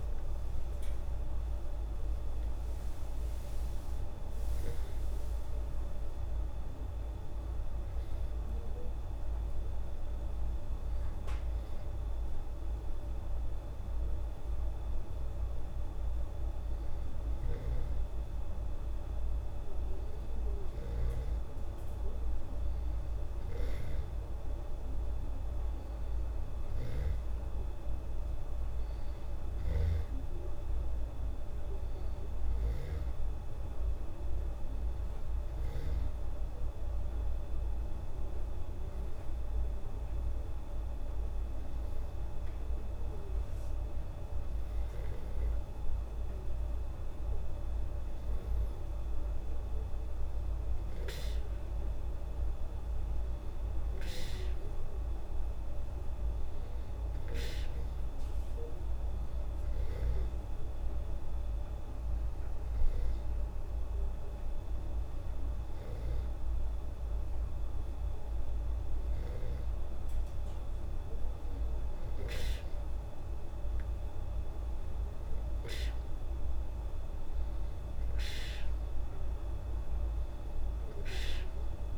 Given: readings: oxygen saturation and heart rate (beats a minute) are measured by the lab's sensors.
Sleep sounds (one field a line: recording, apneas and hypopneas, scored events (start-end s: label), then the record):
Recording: breathing in sleep, hard to hear, by a room microphone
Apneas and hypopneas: 1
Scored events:
0.00-3.00 s: arousal
7.00-17.50 s: hypopnea (oxygen 98% before, 95% lowest, heart rate 100 before, 72 extreme, up 21 after)
19.00-23.50 s: arousal
From the record:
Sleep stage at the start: N2 (light sleep)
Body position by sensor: on the back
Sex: female